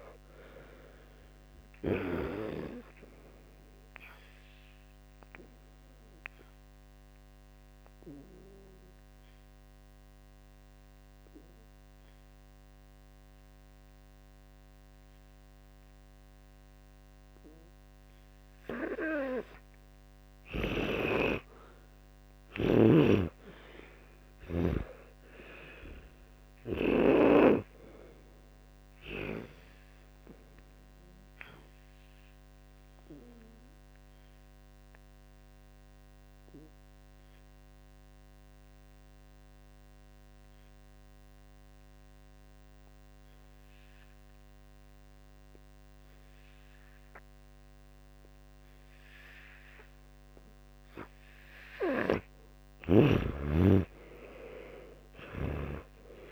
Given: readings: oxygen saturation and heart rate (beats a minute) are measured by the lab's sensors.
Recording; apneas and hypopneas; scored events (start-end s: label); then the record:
breathing in sleep by a microphone on the trachea; 2
0.00-4.50 s: oxygen desaturation (device-marked, oxygen 89% lowest, heart rate 59 extreme)
8.00-19.00 s: obstructive apnea (oxygen 96% before, 90% lowest, heart rate 64 before, 58 extreme, up 19 after)
20.50-25.00 s: snoring (device-marked)
21.50-26.00 s: arousal
34.00-51.00 s: obstructive apnea (oxygen 97% before, 88% lowest, heart rate 67 before, 57 extreme, up 54 after)
47.50-53.50 s: oxygen desaturation (device-marked, oxygen 98% before, 93% lowest, heart rate 62 before, 57 extreme)
54.50-56.32 s: arousal
55.00-56.32 s: snoring (device-marked)
From the record:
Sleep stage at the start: N2 (light sleep); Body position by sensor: on the back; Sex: male